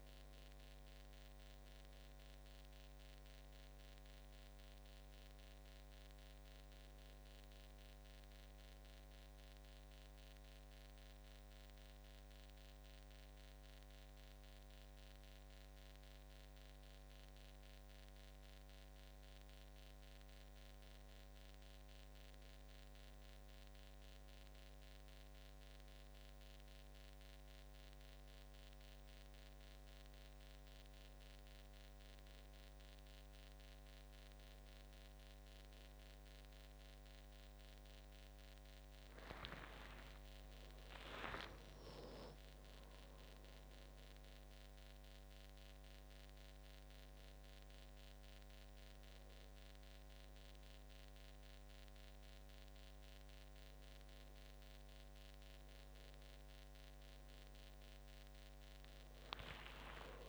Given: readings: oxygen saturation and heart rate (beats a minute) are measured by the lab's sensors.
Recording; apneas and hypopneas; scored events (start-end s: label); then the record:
breathing in sleep, hard to hear, by a microphone on the trachea; none
42.00-45.50 s: arousal
From the record:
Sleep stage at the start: N2 (light sleep); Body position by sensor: on the back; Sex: male